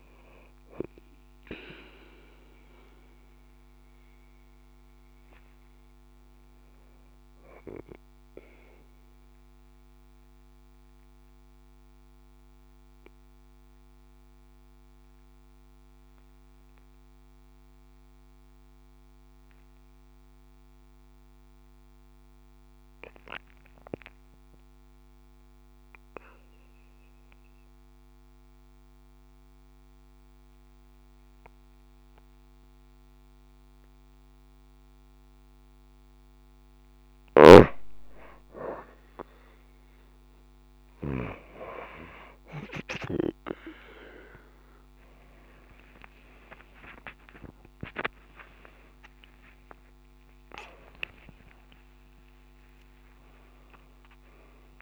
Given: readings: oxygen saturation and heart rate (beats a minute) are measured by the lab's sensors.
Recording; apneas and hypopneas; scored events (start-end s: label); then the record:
breathing in sleep by a microphone on the trachea; 1
0.00-22.00 s: oxygen desaturation (device-marked, oxygen 94% before, 90% lowest)
9.50-36.50 s: mixed apnea (oxygen 95% before, 90% lowest)
39.50-45.00 s: arousal
43.00-54.82 s: oxygen desaturation (device-marked, oxygen 97% before, 92% lowest)
From the record:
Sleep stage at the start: N2 (light sleep); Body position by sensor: on the back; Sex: female